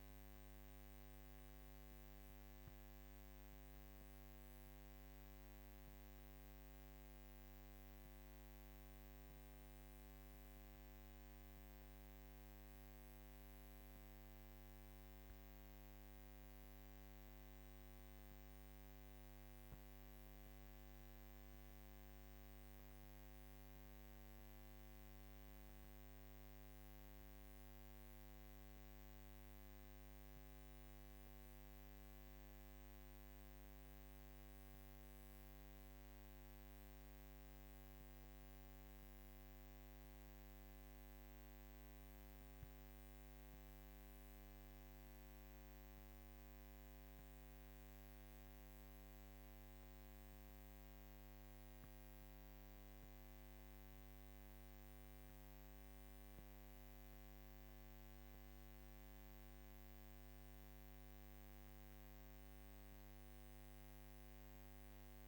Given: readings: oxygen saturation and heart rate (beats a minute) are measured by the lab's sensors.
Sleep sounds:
breathing in sleep, hard to hear, by a microphone on the trachea; none
none scored
From the record:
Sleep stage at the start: N2 (light sleep); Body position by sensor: on the back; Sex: female

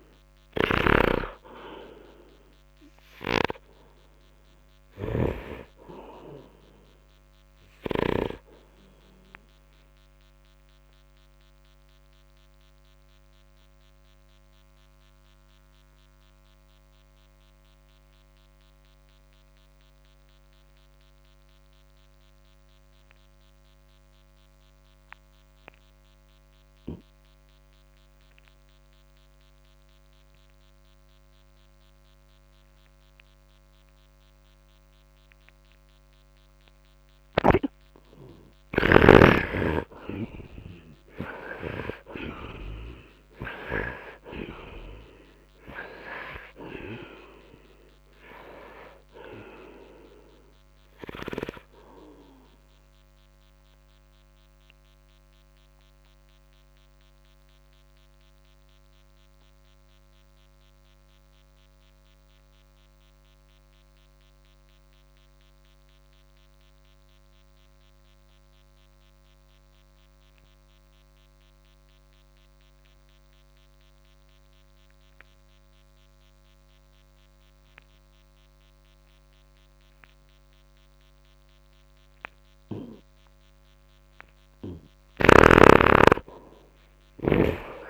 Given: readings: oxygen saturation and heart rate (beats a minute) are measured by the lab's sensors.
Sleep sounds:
breathing in sleep by a microphone on the trachea; 2
0.00-27.50 s: oxygen desaturation (device-marked, oxygen 71% lowest, heart rate 53 extreme)
0.50-5.50 s: snoring (device-marked)
11.00-36.50 s: obstructive apnea (oxygen 98% before, 71% lowest, heart rate 63 before, 53 extreme, up 0 after)
36.50-46.50 s: oxygen desaturation (device-marked, oxygen 99% before, 92% lowest, heart rate 67 before, 54 extreme)
38.50-43.50 s: arousal
48.50-74.50 s: oxygen desaturation (device-marked, oxygen 94% before, 73% lowest, heart rate 58 before, 54 extreme)
53.00-83.50 s: obstructive apnea (oxygen 99% before, 69% lowest, heart rate 59 before, 54 extreme)
81.50-87.90 s: oxygen desaturation (device-marked, oxygen 99% before, 91% lowest, heart rate 66 before, 54 extreme)
85.00-87.90 s: snoring (device-marked)
85.50-87.90 s: arousal
From the record:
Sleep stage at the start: N2 (light sleep); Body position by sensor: on the right side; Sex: male

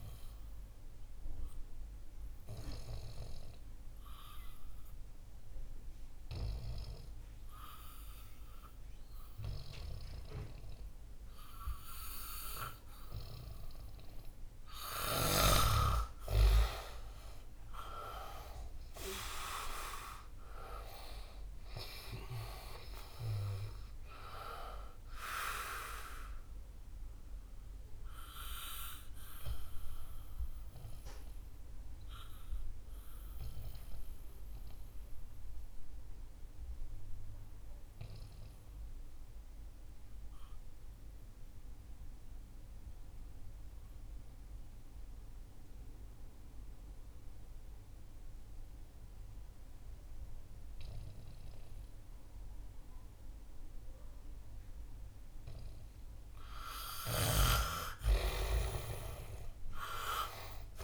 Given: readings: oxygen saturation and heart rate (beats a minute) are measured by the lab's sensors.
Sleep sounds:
breathing in sleep by a room microphone; 2
1.00-14.50 s: obstructive apnea (oxygen 99% before, 89% lowest, heart rate 68 before, 63 extreme, up 11 after)
3.50-17.50 s: oxygen desaturation (device-marked, oxygen 96% before, 91% lowest, heart rate 69 before, 63 extreme)
17.00-22.00 s: arousal
27.50-56.50 s: obstructive apnea (oxygen 96% before, 87% lowest, heart rate 72 before, 62 extreme, up 9 after)
40.50-47.50 s: oxygen desaturation (device-marked, oxygen 92% before, 89% lowest, heart rate 69 before, 65 extreme)
58.00-60.84 s: arousal
58.50-60.84 s: oxygen desaturation (device-marked, oxygen 99% before, 87% lowest, heart rate 68 before, 62 extreme)
From the record:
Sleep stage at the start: N2 (light sleep); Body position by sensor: on the back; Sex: male

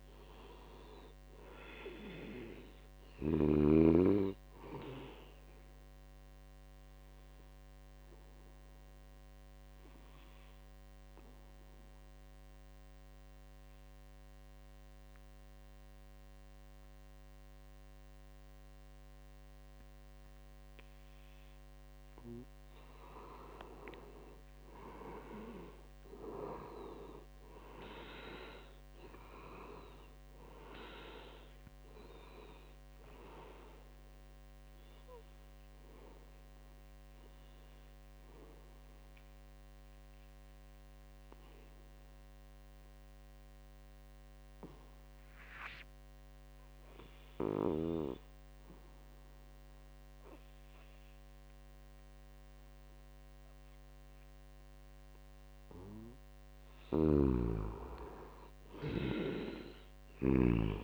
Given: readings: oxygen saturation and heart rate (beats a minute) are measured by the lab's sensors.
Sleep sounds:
breathing in sleep by a microphone on the trachea; 2
0.00-13.50 s: oxygen desaturation (device-marked, oxygen 79% lowest, heart rate 75 extreme)
7.50-22.00 s: mixed apnea (oxygen 95% before, 79% lowest, heart rate 79 before, 76 extreme, up 2 after)
23.50-26.50 s: arousal
26.50-41.50 s: oxygen desaturation (device-marked, oxygen 98% before, 88% lowest, heart rate 79 before, 75 extreme)
35.50-56.00 s: obstructive apnea (oxygen 98% before, 86% lowest, heart rate 79 before, 75 extreme, up 3 after)
55.50-60.84 s: oxygen desaturation (device-marked, oxygen 97% before, 86% lowest, heart rate 77 before, 75 extreme)
56.50-60.00 s: snoring (device-marked)
57.50-60.84 s: arousal
From the record:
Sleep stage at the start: N2 (light sleep); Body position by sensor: on the back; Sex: male

